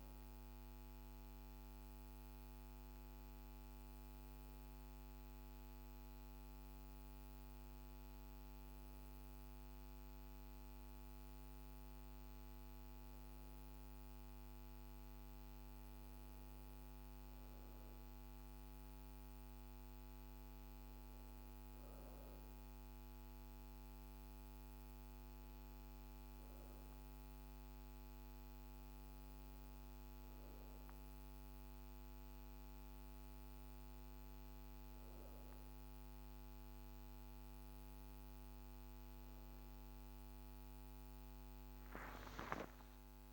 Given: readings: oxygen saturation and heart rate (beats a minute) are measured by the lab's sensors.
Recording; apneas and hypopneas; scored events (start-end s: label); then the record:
breathing in sleep, hard to hear, by a microphone on the trachea; none
none scored
From the record:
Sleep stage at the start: N2 (light sleep); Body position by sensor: on the right side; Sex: female